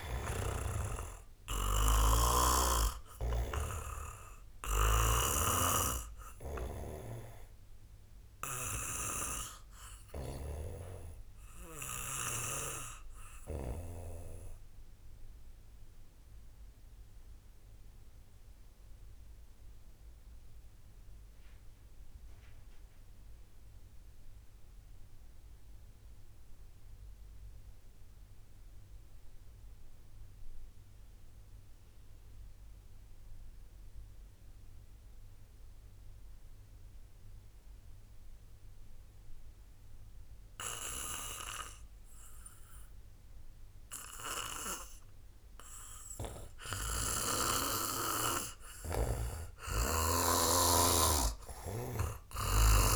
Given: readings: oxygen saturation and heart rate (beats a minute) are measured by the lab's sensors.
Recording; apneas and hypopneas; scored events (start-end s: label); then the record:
breathing in sleep by a room microphone; 1
0.00-3.50 s: snoring (device-marked)
0.00-21.00 s: oxygen desaturation (device-marked, oxygen 85% lowest)
17.00-45.50 s: obstructive apnea (oxygen 93% before, 87% lowest, heart rate 50 before, 47 extreme, up 5 after)
42.00-52.96 s: oxygen desaturation (device-marked, oxygen 97% before, 88% lowest, heart rate 68 before, 47 extreme)
48.50-52.00 s: snoring (device-marked)
49.00-52.96 s: arousal
From the record:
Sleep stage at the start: REM sleep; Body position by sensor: on the back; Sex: male